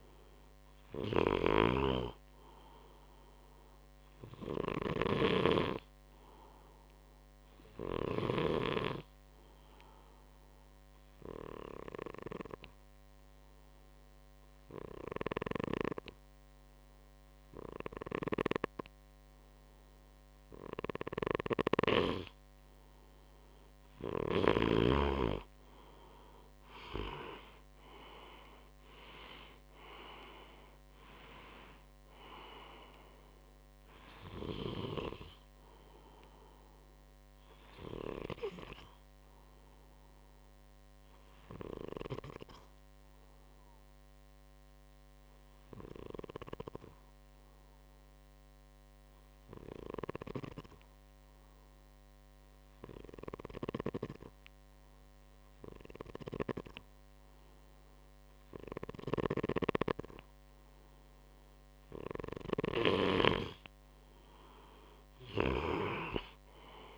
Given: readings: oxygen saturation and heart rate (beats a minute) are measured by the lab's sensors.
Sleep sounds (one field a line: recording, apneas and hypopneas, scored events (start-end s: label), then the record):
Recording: breathing in sleep by a microphone on the trachea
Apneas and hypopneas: 2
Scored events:
0.00-1.00 s: snoring (device-marked)
8.50-21.50 s: obstructive apnea (oxygen 96% before, 93% lowest, heart rate 65 before, 58 extreme, up 5 after)
24.50-29.00 s: arousal
40.00-61.50 s: obstructive apnea (oxygen 96% before, 93% lowest, heart rate 65 before, 58 extreme, up 6 after)
65.00-66.97 s: arousal
65.00-66.97 s: oxygen desaturation (device-marked, oxygen 97% before, 93% lowest, heart rate 62 before, 61 extreme)
From the record:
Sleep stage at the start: N2 (light sleep)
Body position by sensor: on the right side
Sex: male